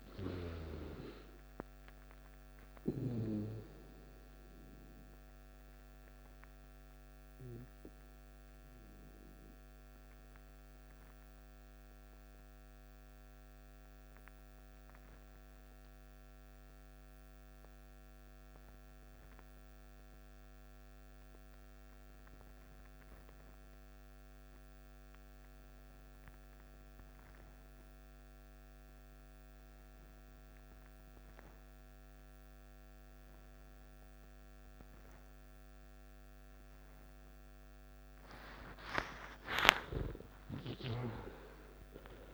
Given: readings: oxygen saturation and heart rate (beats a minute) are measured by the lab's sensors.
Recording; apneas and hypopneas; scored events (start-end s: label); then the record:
breathing in sleep by a microphone on the trachea; 1
0.00-18.00 s: oxygen desaturation (device-marked, oxygen 89% lowest, heart rate 52 extreme)
9.50-37.50 s: central apnea (oxygen 96% before, 89% lowest, heart rate 62 before, 52 extreme, up 14 after)
34.00-42.34 s: oxygen desaturation (device-marked, oxygen 98% before, 89% lowest, heart rate 54 before, 52 extreme)
39.00-42.34 s: arousal
From the record:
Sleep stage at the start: N2 (light sleep); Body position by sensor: on the back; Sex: male